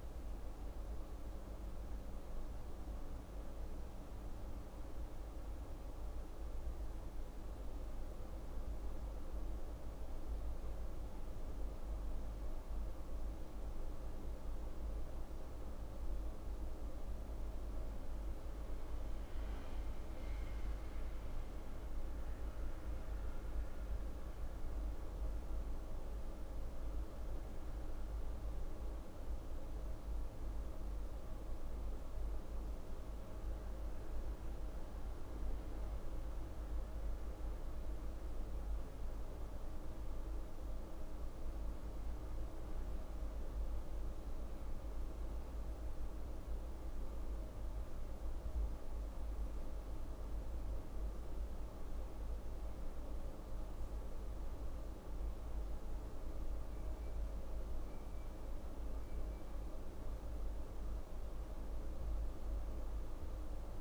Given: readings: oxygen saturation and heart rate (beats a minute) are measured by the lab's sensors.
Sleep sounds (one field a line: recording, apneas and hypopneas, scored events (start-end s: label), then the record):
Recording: breathing in sleep, hard to hear, by a room microphone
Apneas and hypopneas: none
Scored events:
14.50-18.50 s: arousal
From the record:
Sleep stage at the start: N1 (lightest sleep)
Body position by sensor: on the right side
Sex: female